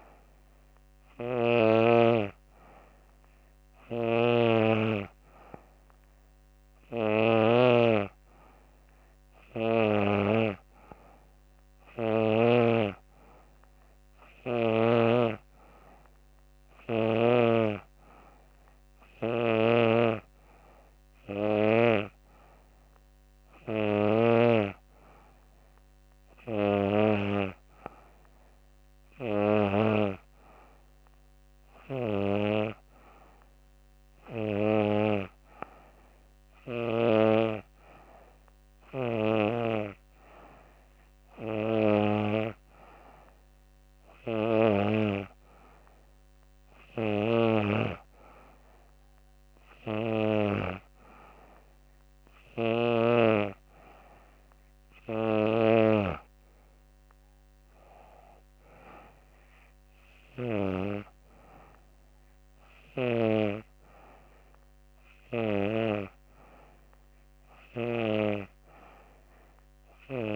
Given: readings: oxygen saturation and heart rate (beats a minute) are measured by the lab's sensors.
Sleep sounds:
breathing in sleep by a microphone on the trachea; none
6.50-16.50 s: snoring (device-marked)
From the record:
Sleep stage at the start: N2 (light sleep); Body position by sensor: on the back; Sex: female

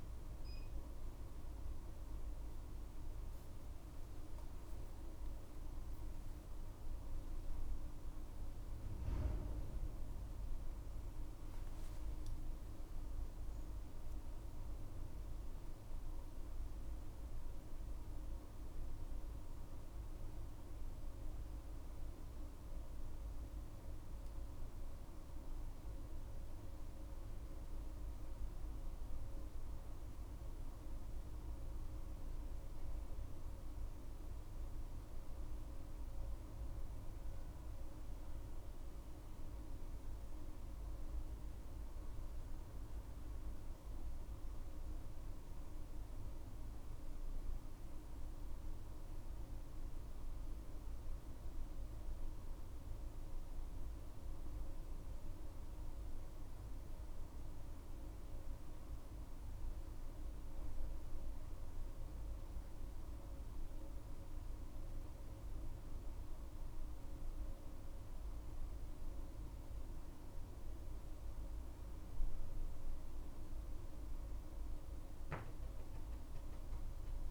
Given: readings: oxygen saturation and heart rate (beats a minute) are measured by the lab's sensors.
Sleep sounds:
a person awake in a sleep study, hard to hear, by a room microphone; none
none scored
From the record:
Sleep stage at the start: awake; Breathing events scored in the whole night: 100 in 5.5 hours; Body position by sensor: on the back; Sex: female

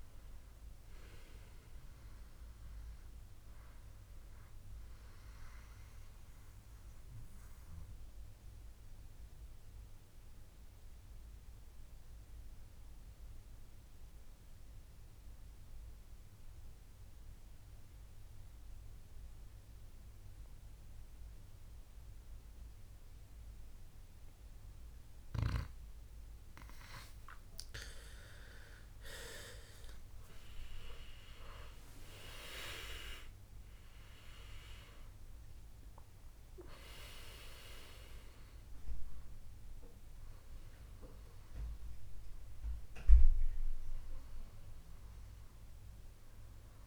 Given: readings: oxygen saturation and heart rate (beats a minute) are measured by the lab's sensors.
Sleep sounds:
breathing in sleep by a room microphone; 1
0.00-16.50 s: oxygen desaturation (device-marked, oxygen 92% lowest, heart rate 63 extreme)
6.00-27.50 s: mixed apnea (oxygen 98% before, 92% lowest, heart rate 72 before, 63 extreme, up 14 after)
29.00-33.50 s: arousal
31.50-33.50 s: long interval between heartbeats (device-marked, heart rate 65 before, 74 extreme)
34.50-46.87 s: oxygen desaturation (device-marked, oxygen 98% before, 94% lowest, heart rate 66 before, 58 extreme)
From the record:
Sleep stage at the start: N2 (light sleep); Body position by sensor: on the back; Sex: male

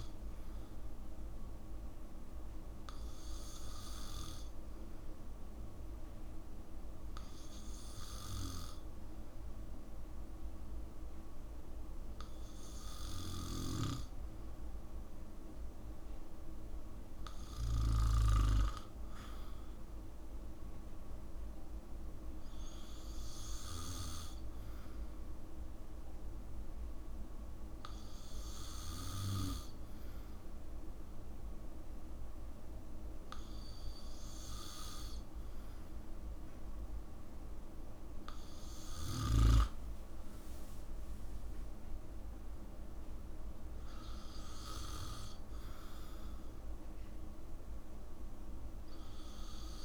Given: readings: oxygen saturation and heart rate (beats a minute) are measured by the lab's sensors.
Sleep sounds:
breathing in sleep by a room microphone; none
none scored
From the record:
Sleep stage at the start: N2 (light sleep); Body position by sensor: on the back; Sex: male

